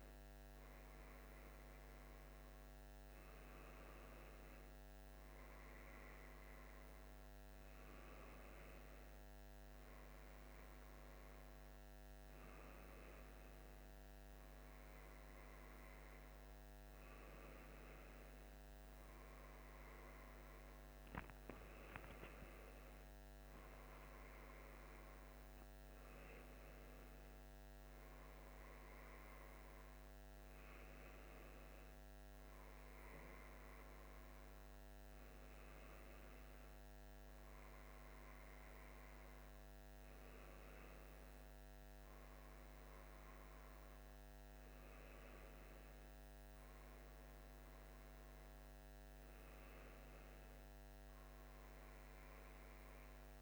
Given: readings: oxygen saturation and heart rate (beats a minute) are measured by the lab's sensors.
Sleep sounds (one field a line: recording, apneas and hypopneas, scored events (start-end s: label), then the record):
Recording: breathing in sleep, hard to hear, by a microphone on the trachea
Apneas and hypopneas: none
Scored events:
none scored
From the record:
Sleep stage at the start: N1 (lightest sleep)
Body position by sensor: on the left side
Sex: male